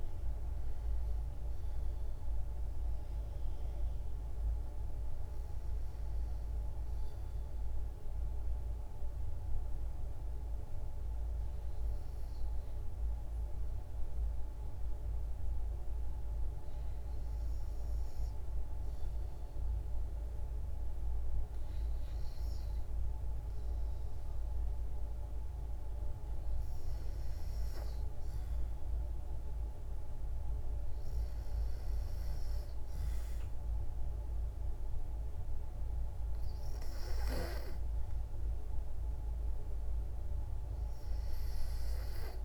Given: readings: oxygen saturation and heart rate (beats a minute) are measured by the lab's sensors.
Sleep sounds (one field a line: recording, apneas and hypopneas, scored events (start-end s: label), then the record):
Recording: breathing in sleep, hard to hear, by a room microphone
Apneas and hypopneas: 1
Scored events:
7.00-17.50 s: obstructive apnea (oxygen 97% before, 89% lowest, heart rate 59 before, 57 extreme, up 4 after)
21.50-25.50 s: arousal
24.00-42.45 s: oxygen desaturation (device-marked, oxygen 96% before, 93% lowest, heart rate 58 before, 60 extreme)
From the record:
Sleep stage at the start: REM sleep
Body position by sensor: on the back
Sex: female